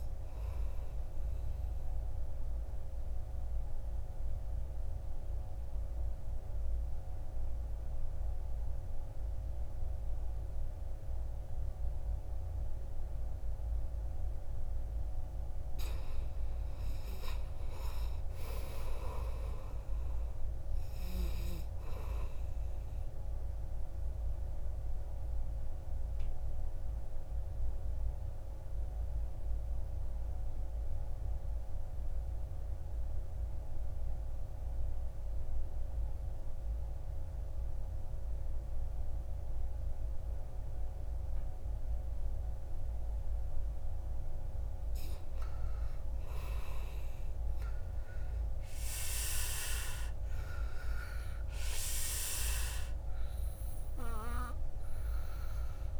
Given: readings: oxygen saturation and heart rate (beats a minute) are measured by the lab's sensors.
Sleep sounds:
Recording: breathing in sleep by a room microphone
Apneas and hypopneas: 2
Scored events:
0.00-41.50 s: oxygen desaturation (device-marked, oxygen 87% lowest, heart rate 55 extreme)
2.00-14.50 s: obstructive apnea (oxygen 99% before, 84% lowest, heart rate 51 before, 55 extreme, up 10 after)
17.00-20.00 s: arousal
24.00-43.50 s: obstructive apnea (oxygen 98% before, 84% lowest, heart rate 59 before, 55 extreme, up 12 after)
43.50-56.00 s: oxygen desaturation (device-marked, oxygen 98% before, 84% lowest, heart rate 58 before, 57 extreme)
45.50-49.00 s: arousal
From the record:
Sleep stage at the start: N2 (light sleep)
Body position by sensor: on the back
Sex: male

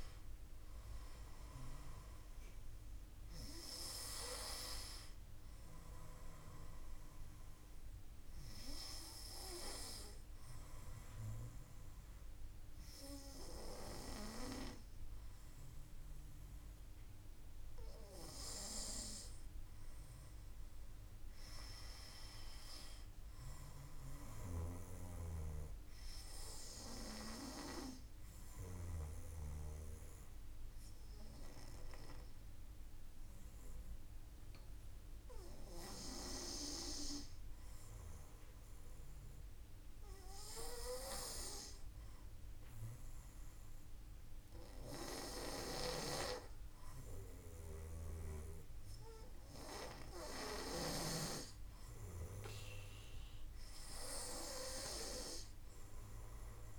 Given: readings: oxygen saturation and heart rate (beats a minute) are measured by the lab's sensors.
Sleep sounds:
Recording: breathing in sleep by a room microphone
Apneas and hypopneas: 1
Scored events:
23.50-28.50 s: snoring (device-marked)
24.50-39.00 s: hypopnea (oxygen 97% before, 94% lowest, heart rate 54 before, 51 extreme, up 2 after)
41.50-45.00 s: arousal
47.00-50.50 s: snoring (device-marked)
From the record:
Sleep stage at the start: N2 (light sleep)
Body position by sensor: on the back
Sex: male

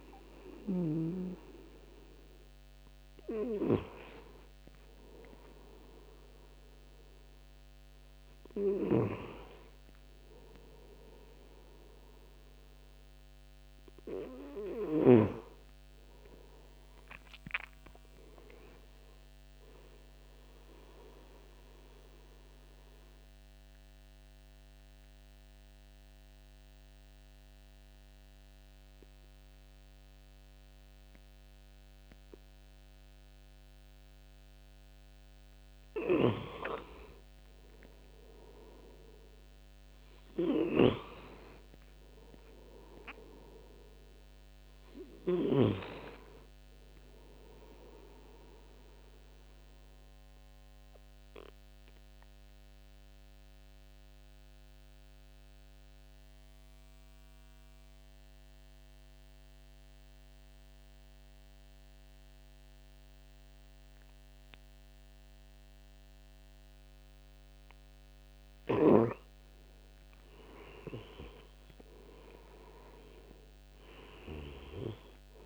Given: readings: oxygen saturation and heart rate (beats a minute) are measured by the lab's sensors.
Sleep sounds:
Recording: breathing in sleep by a microphone on the trachea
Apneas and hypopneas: 2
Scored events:
0.00-1.00 s: oxygen desaturation (device-marked, oxygen 92% lowest, heart rate 72 extreme)
3.00-22.00 s: oxygen desaturation (device-marked, oxygen 95% before, 91% lowest, heart rate 77 before, 70 extreme)
22.50-35.00 s: obstructive apnea (oxygen 98% before, 92% lowest, heart rate 76 before, 69 extreme, up 10 after)
37.00-40.50 s: arousal
49.00-66.00 s: oxygen desaturation (device-marked, oxygen 98% before, 94% lowest, heart rate 76 before, 69 extreme)
50.50-67.50 s: obstructive apnea (oxygen 99% before, 90% lowest, heart rate 76 before, 69 extreme, up 12 after)
69.50-73.00 s: arousal
74.00-75.46 s: oxygen desaturation (device-marked, oxygen 98% before, 94% lowest, heart rate 74 before, 70 extreme)
From the record:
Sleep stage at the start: N2 (light sleep)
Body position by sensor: on the right side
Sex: male

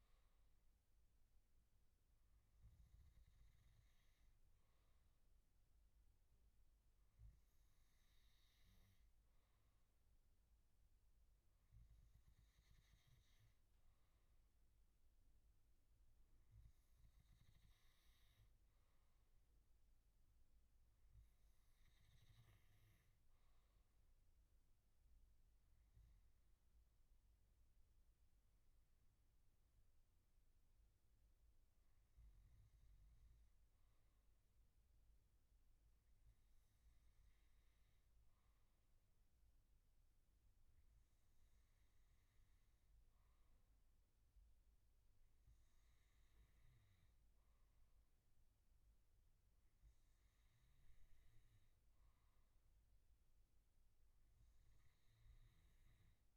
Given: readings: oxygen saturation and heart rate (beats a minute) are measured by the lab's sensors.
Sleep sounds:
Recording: breathing in sleep, hard to hear, by a room microphone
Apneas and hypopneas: none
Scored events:
none scored
From the record:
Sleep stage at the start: N2 (light sleep)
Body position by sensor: on the back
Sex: male

